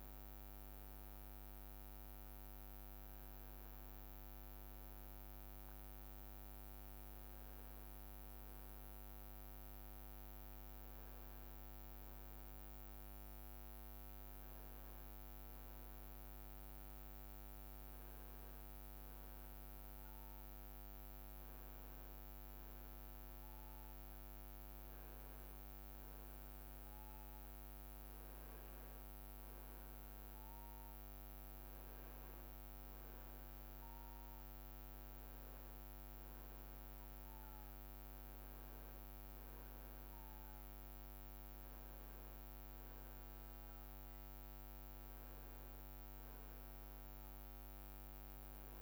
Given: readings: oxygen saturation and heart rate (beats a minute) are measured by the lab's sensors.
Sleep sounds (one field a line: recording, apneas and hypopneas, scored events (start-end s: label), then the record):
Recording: breathing in sleep, hard to hear, by a microphone on the trachea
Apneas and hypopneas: none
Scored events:
none scored
From the record:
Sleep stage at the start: N1 (lightest sleep)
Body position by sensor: on the back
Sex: male